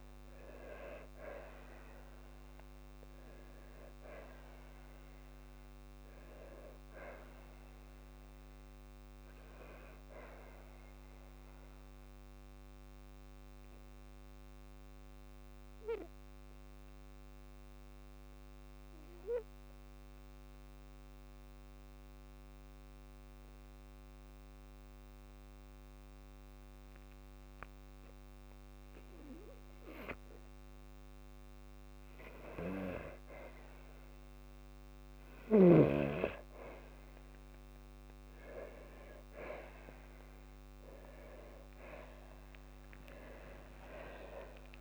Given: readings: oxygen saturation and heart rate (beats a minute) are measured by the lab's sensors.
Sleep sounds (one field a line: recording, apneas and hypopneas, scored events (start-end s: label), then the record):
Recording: breathing in sleep by a microphone on the trachea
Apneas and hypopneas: 1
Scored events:
10.50-30.50 s: obstructive apnea (oxygen 98% before, 93% lowest, heart rate 58 before, 52 extreme, up 4 after)
25.00-39.00 s: oxygen desaturation (device-marked, oxygen 98% before, 93% lowest, heart rate 54 before, 55 extreme)
40.50-44.81 s: arousal
41.00-44.81 s: tachycardia (device-marked, heart rate 56 before, 135 extreme)
42.00-44.00 s: long interval between heartbeats (device-marked, heart rate 55 before, 70 extreme)
From the record:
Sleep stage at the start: N2 (light sleep)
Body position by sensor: on the back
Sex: female